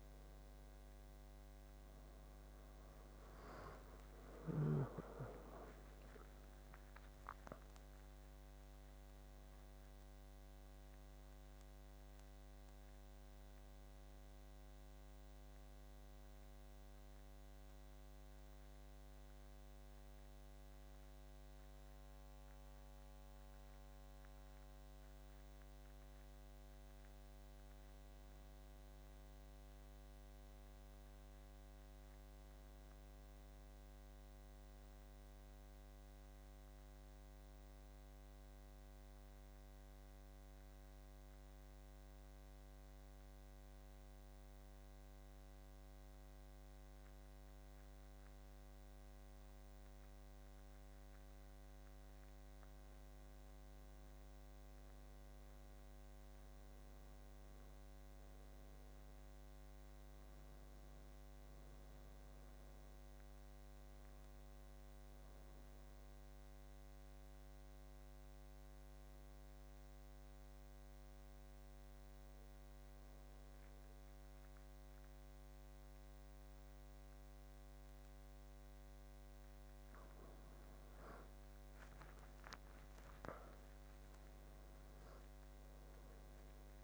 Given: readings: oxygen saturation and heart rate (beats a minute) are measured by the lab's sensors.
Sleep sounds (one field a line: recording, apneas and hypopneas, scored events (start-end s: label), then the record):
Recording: breathing in sleep, hard to hear, by a microphone on the trachea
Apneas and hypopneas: 3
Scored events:
0.00-20.50 s: oxygen desaturation (device-marked, oxygen 87% lowest, heart rate 71 extreme)
1.50-5.50 s: arousal
16.00-27.00 s: central apnea (oxygen 94% before, 87% lowest, heart rate 88 before, 71 extreme, up 14 after)
30.50-34.00 s: arousal
39.50-44.50 s: oxygen desaturation (device-marked, oxygen 98% before, 94% lowest, heart rate 78 before, 77 extreme)
39.50-51.00 s: mixed apnea (oxygen 98% before, 89% lowest, heart rate 78 before, 76 extreme, up 10 after)
53.00-57.00 s: arousal
55.50-75.50 s: oxygen desaturation (device-marked, oxygen 95% before, 89% lowest, heart rate 81 before, 76 extreme)
64.00-78.50 s: obstructive apnea (oxygen 98% before, 89% lowest, heart rate 82 before, 76 extreme, up 16 after)
81.00-86.00 s: arousal
From the record:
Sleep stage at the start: N2 (light sleep)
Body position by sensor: on the back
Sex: male